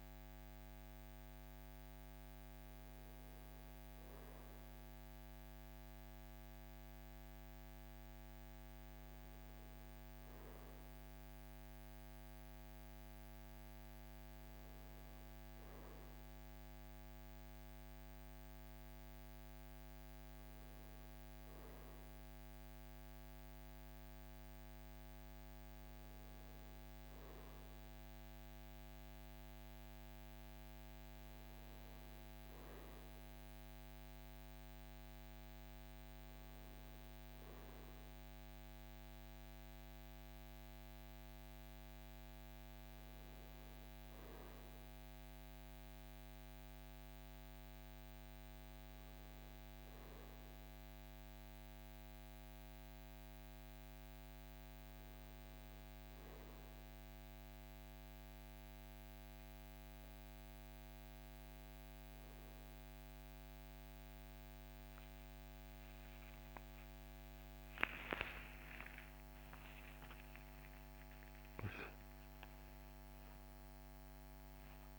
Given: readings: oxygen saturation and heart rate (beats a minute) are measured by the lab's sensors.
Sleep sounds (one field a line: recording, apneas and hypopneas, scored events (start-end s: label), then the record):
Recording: breathing in sleep, hard to hear, by a microphone on the trachea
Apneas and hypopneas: none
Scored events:
none scored
From the record:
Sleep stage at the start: N2 (light sleep)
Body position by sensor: on the right side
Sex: male